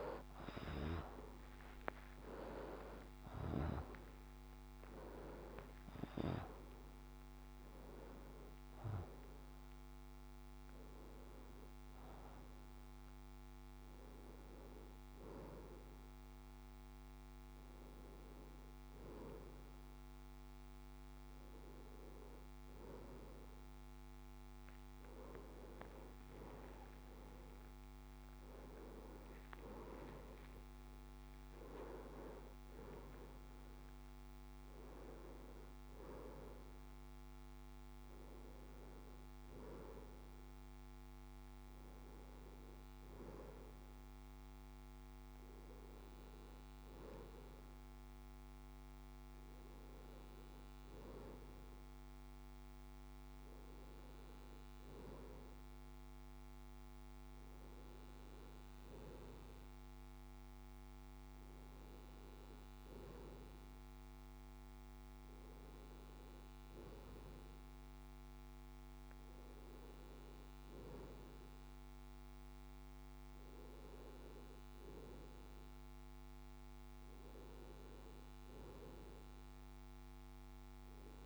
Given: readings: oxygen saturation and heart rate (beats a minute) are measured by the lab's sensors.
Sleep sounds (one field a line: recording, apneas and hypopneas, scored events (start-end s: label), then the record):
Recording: a person awake in a sleep study, by a microphone on the trachea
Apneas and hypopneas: none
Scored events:
5.50-12.50 s: oxygen desaturation (device-marked, oxygen 96% before, 93% lowest, heart rate 92 before, 61 extreme)
From the record:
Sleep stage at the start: awake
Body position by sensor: on the left side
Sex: male